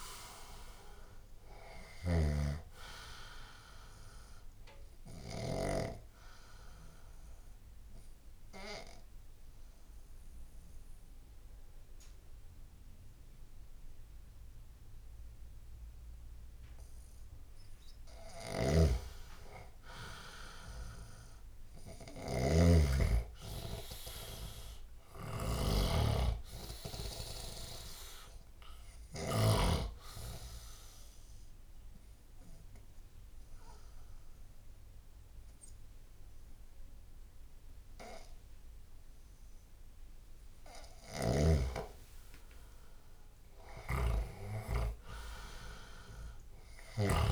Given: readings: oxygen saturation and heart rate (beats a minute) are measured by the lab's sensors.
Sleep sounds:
breathing in sleep by a room microphone; 2
0.00-20.50 s: oxygen desaturation (device-marked, oxygen 88% lowest, heart rate 71 extreme)
2.00-5.50 s: snoring (device-marked)
6.50-17.50 s: obstructive apnea (oxygen 96% before, 88% lowest, heart rate 77 before, 73 extreme, up 8 after)
18.50-29.50 s: snoring (device-marked)
21.50-25.50 s: arousal
29.50-40.50 s: oxygen desaturation (device-marked, oxygen 98% before, 93% lowest, heart rate 78 before, 73 extreme)
31.50-42.00 s: obstructive apnea (oxygen 98% before, 93% lowest, heart rate 77 before, 72 extreme, up 6 after)
43.50-47.32 s: snoring (device-marked)
44.00-47.32 s: arousal
From the record:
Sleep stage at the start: N2 (light sleep); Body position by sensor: on the left side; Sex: male

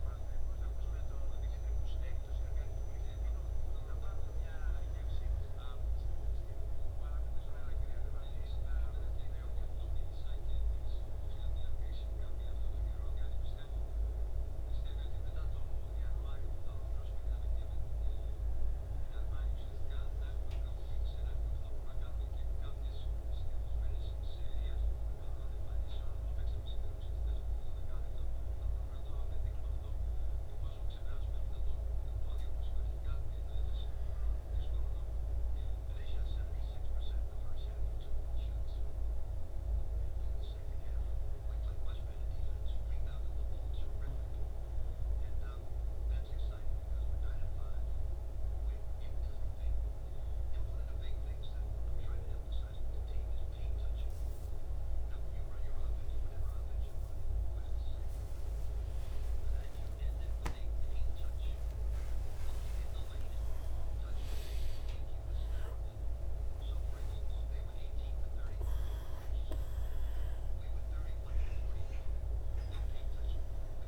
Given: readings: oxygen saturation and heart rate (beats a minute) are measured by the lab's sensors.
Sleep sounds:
breathing in sleep, hard to hear, by a room microphone; 1
43.50-55.00 s: central apnea (oxygen 100% before, 96% lowest, heart rate 66 before, 66 extreme)
55.50-57.50 s: long interval between heartbeats (device-marked, heart rate 67 before, 74 extreme)
56.50-60.00 s: arousal
58.00-60.00 s: long interval between heartbeats (device-marked, heart rate 71 before, 126 extreme)
61.00-63.00 s: long interval between heartbeats (device-marked, heart rate 82 before, 180 extreme)
63.50-65.50 s: long interval between heartbeats (device-marked, heart rate 94 before, 185 extreme)
66.00-68.00 s: long interval between heartbeats (device-marked, heart rate 111 before, 179 extreme)
67.00-72.00 s: arousal
68.00-70.00 s: long interval between heartbeats (device-marked, heart rate 122 before, 146 extreme)
72.00-73.88 s: long interval between heartbeats (device-marked, heart rate 139 before, 104 extreme)
From the record:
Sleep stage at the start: N2 (light sleep); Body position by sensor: on the back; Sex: male

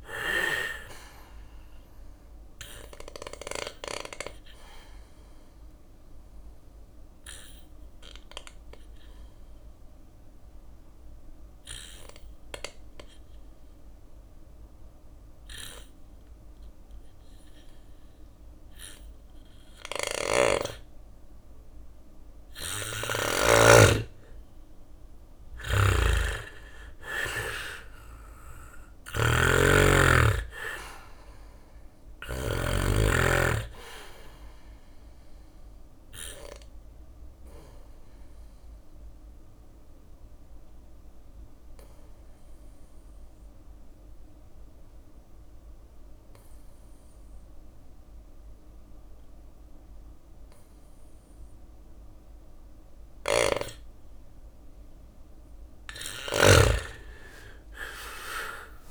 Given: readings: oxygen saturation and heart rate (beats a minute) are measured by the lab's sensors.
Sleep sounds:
breathing in sleep by a room microphone; 2
0.00-2.50 s: drop in pulse transit time (device-marked, heart rate 57 extreme)
0.00-12.50 s: bradycardia (device-marked, heart rate 56 extreme)
0.00-13.50 s: oxygen desaturation (device-marked, oxygen 90% lowest, heart rate 56 extreme)
2.50-20.50 s: obstructive apnea (oxygen 99% before, 90% lowest, heart rate 60 before, 57 extreme, up 2 after)
13.50-19.50 s: bradycardia (device-marked, heart rate 61 before, 59 extreme)
21.50-31.50 s: snoring (device-marked)
22.50-25.00 s: arousal
24.50-37.50 s: drop in pulse transit time (device-marked, heart rate 59 before, 59 extreme)
32.50-45.50 s: oxygen desaturation (device-marked, oxygen 98% before, 91% lowest, heart rate 60 before, 56 extreme)
33.50-52.50 s: bradycardia (device-marked, heart rate 61 before, 57 extreme)
35.00-54.50 s: obstructive apnea (oxygen 99% before, 91% lowest, heart rate 60 before, 56 extreme, up 8 after)
52.00-58.91 s: snoring (device-marked)
53.50-58.91 s: drop in pulse transit time (device-marked, heart rate 59 before, 58 extreme)
56.00-58.91 s: arousal
From the record:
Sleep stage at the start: N2 (light sleep); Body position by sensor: on the back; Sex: male

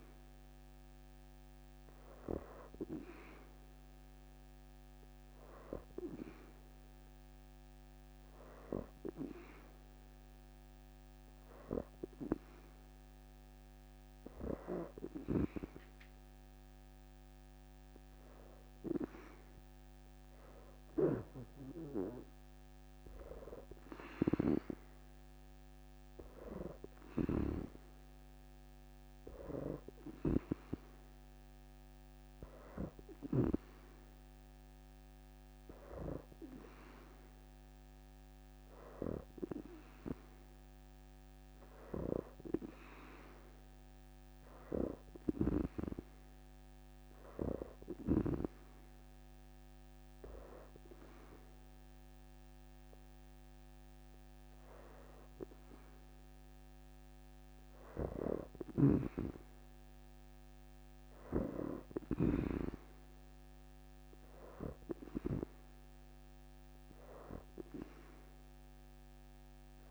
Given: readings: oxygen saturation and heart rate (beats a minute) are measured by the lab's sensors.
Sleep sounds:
breathing in sleep by a microphone on the trachea; 2
0.00-13.50 s: oxygen desaturation (device-marked, oxygen 82% lowest, heart rate 59 extreme)
2.00-13.50 s: hypopnea (oxygen 88% before, 82% lowest, heart rate 80 before, 59 extreme, up 17 after)
11.00-12.00 s: leg movement (device-marked)
19.00-22.00 s: arousal
33.00-34.50 s: leg movement (device-marked)
48.00-58.00 s: hypopnea (oxygen 91% before, 82% lowest, heart rate 74 before, 71 extreme, up 3 after)
59.50-63.50 s: arousal
From the record:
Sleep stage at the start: N2 (light sleep); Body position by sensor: on the back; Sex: female

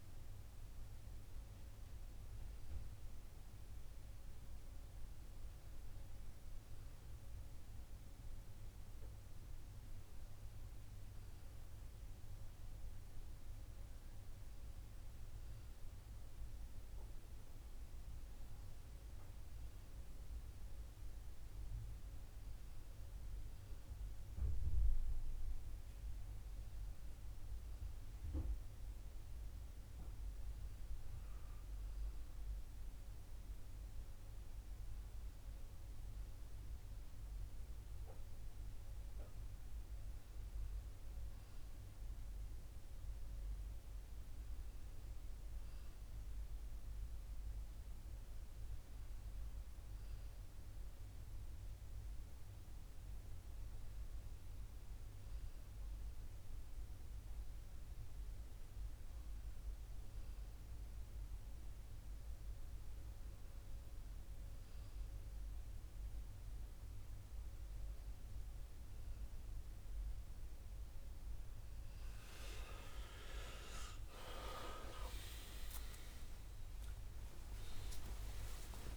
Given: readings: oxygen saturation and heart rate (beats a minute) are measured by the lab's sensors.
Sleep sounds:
a person partly awake in a sleep study, by a room microphone; none
58.00-78.97 s: new sleep stage, awake
From the record:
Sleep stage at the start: N2 (light sleep); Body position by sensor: on the right side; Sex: male

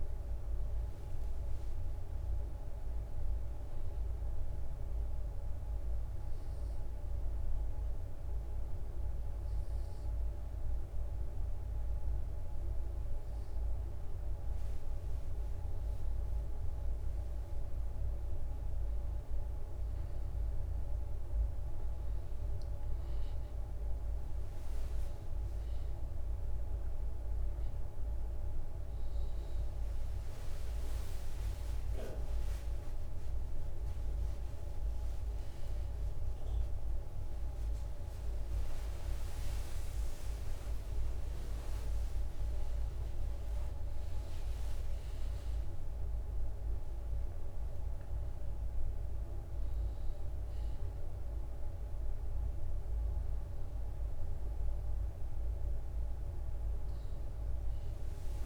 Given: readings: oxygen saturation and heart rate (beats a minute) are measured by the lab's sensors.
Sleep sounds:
breathing in sleep, hard to hear, by a room microphone; none
0.00-1.00 s: bradycardia (device-marked, heart rate 48 extreme)
2.00-15.00 s: bradycardia (device-marked, heart rate 56 before, 48 extreme)
20.00-22.00 s: bradycardia (device-marked, heart rate 56 before, 60 extreme)
22.00-35.00 s: drop in pulse transit time (device-marked, heart rate 56 before, 59 extreme)
37.00-42.00 s: oxygen desaturation (device-marked, oxygen 96% before, 93% lowest, heart rate 62 before, 55 extreme)
39.50-45.00 s: arousal
47.00-58.00 s: drop in pulse transit time (device-marked, heart rate 65 before, 55 extreme)
52.00-58.46 s: bradycardia (device-marked, heart rate 56 before, 52 extreme)
From the record:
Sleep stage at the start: N2 (light sleep); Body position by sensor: on the left side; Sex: male

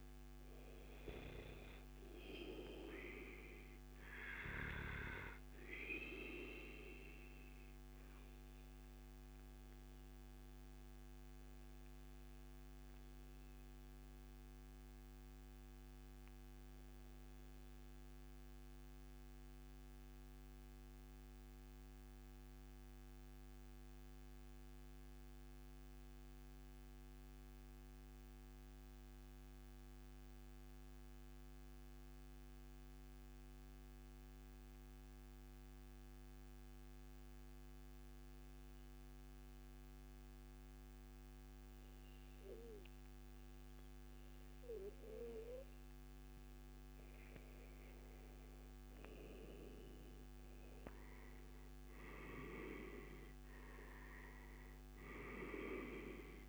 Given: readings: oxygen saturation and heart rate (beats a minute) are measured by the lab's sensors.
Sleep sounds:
breathing in sleep by a microphone on the trachea; 1
0.00-1.00 s: long interval between heartbeats (device-marked, heart rate 108 extreme)
2.00-4.00 s: long interval between heartbeats (device-marked, heart rate 100 before, 96 extreme)
6.00-8.00 s: long interval between heartbeats (device-marked, heart rate 99 before, 97 extreme)
7.00-45.00 s: obstructive apnea (oxygen 98% before, 91% lowest, heart rate 99 before, 92 extreme, up 26 after)
7.50-25.50 s: oxygen desaturation (device-marked, oxygen 95% before, 91% lowest, heart rate 99 before, 92 extreme)
10.00-12.00 s: long interval between heartbeats (device-marked, heart rate 100 before, 98 extreme)
20.50-22.50 s: long interval between heartbeats (device-marked, heart rate 99 before, 99 extreme)
24.50-26.50 s: long interval between heartbeats (device-marked, heart rate 99 before, 98 extreme)
25.50-56.49 s: new sleep stage, REM sleep
47.00-51.00 s: arousal
47.50-49.50 s: long interval between heartbeats (device-marked, heart rate 99 before, 109 extreme)
54.50-56.49 s: long interval between heartbeats (device-marked, heart rate 107 before, 105 extreme)
From the record:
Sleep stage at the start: N2 (light sleep); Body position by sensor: on the back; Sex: male

